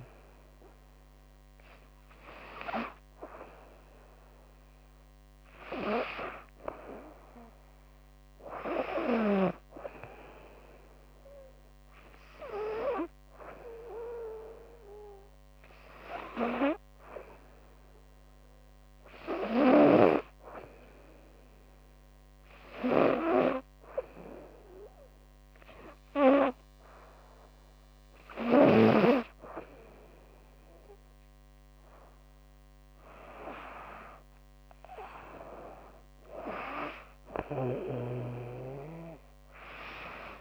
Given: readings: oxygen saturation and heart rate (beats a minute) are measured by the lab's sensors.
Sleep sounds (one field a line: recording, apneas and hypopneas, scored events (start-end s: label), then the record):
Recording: breathing in sleep by a microphone on the trachea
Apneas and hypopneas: none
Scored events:
37.00-40.41 s: snoring (device-marked)
From the record:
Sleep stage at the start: N2 (light sleep)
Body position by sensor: on the right side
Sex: female